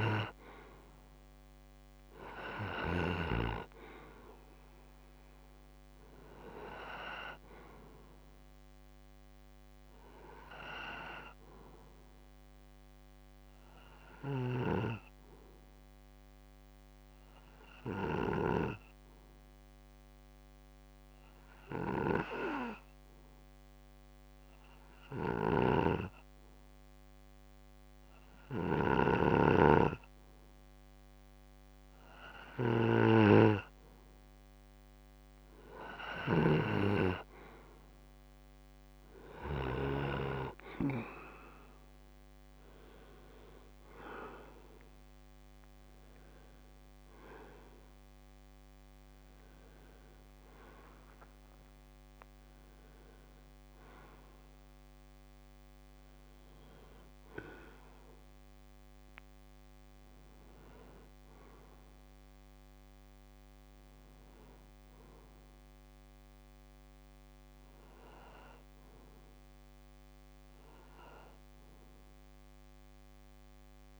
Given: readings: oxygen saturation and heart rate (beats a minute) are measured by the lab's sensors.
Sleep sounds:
breathing in sleep by a microphone on the trachea; 1
0.00-24.00 s: oxygen desaturation (device-marked, oxygen 90% lowest, heart rate 64 extreme)
16.00-32.00 s: obstructive apnea (oxygen 95% before, 90% lowest, heart rate 65 before, 64 extreme, up 1 after)
25.00-32.50 s: snoring (device-marked)
36.00-55.00 s: oxygen desaturation (device-marked, oxygen 96% before, 90% lowest, heart rate 65 before, 64 extreme)
39.50-43.00 s: arousal
From the record:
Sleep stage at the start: N2 (light sleep); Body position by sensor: on the back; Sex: male

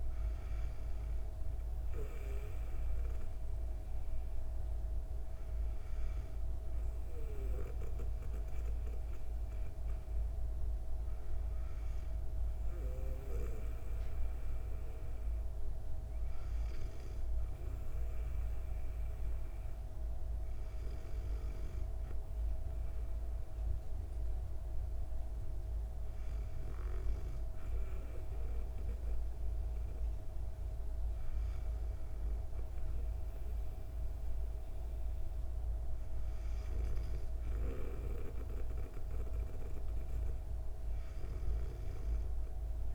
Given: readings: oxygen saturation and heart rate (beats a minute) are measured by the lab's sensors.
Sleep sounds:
breathing in sleep, hard to hear, by a room microphone; none
none scored
From the record:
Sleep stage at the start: N2 (light sleep); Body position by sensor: on the back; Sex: female

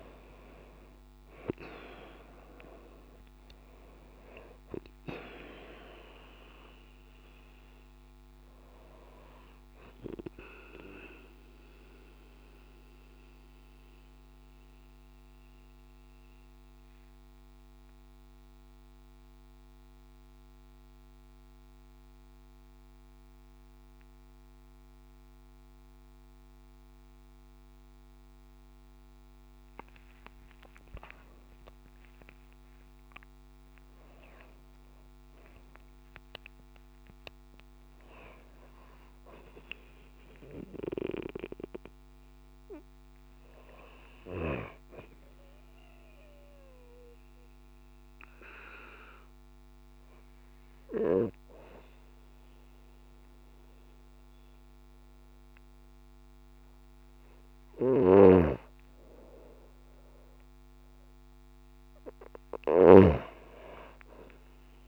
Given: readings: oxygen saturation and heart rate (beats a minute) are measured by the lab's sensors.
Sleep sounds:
breathing in sleep by a microphone on the trachea; 2
0.00-28.00 s: oxygen desaturation (device-marked, oxygen 88% lowest)
1.00-3.00 s: long interval between heartbeats (device-marked)
5.00-7.00 s: long interval between heartbeats (device-marked)
11.00-29.50 s: central apnea (oxygen 97% before, 88% lowest)
31.00-36.00 s: arousal
31.50-33.50 s: long interval between heartbeats (device-marked)
46.00-58.00 s: hypopnea (oxygen 97% before, 92% lowest)
53.50-55.50 s: long interval between heartbeats (device-marked)
57.50-64.87 s: snoring (device-marked)
61.50-64.87 s: arousal
From the record:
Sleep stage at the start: N2 (light sleep); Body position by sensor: on the back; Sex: female

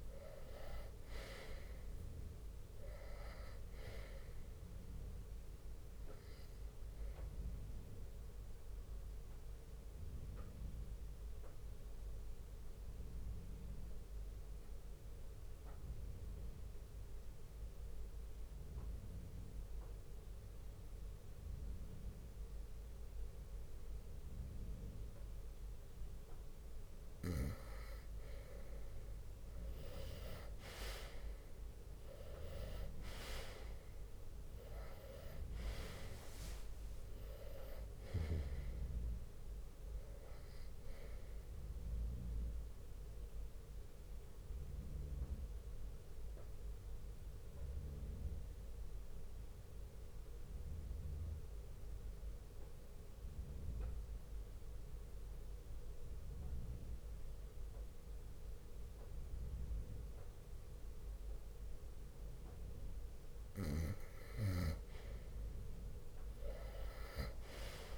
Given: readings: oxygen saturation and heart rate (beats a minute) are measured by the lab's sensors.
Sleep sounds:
breathing in sleep by a room microphone; 2
1.50-18.50 s: oxygen desaturation (device-marked, oxygen 98% before, 92% lowest, heart rate 60 before, 59 extreme)
8.00-26.50 s: obstructive apnea (oxygen 98% before, 91% lowest, heart rate 63 before, 59 extreme, up 8 after)
13.50-22.50 s: bradycardia (device-marked, heart rate 68 before, 59 extreme)
29.00-32.50 s: arousal
29.50-45.50 s: drop in pulse transit time (device-marked, heart rate 60 before, 62 extreme)
35.50-60.50 s: oxygen desaturation (device-marked, oxygen 97% before, 91% lowest, heart rate 61 before, 59 extreme)
44.00-62.50 s: mixed apnea (oxygen 97% before, 91% lowest, heart rate 65 before, 59 extreme, up 8 after)
49.50-57.50 s: bradycardia (device-marked, heart rate 67 before, 59 extreme)
66.00-67.98 s: arousal
66.50-67.98 s: drop in pulse transit time (device-marked, heart rate 60 before, 63 extreme)
From the record:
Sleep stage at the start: N2 (light sleep); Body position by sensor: on the right side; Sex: male

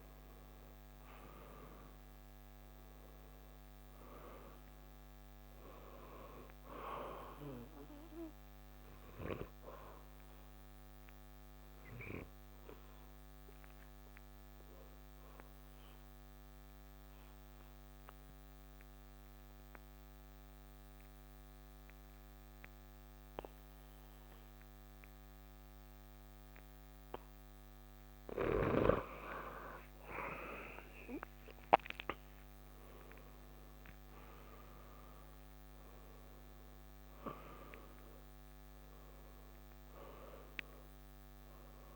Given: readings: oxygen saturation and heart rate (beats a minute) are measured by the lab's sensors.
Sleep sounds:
breathing in sleep by a microphone on the trachea; 1
0.00-1.00 s: arousal
3.00-19.00 s: oxygen desaturation (device-marked, oxygen 96% before, 89% lowest, heart rate 66 before, 63 extreme)
10.50-29.50 s: obstructive apnea (oxygen 97% before, 85% lowest, heart rate 66 before, 65 extreme, up 4 after)
27.00-41.96 s: oxygen desaturation (device-marked, oxygen 96% before, 85% lowest, heart rate 67 before, 65 extreme)
From the record:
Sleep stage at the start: N2 (light sleep); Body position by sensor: on the back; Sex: male

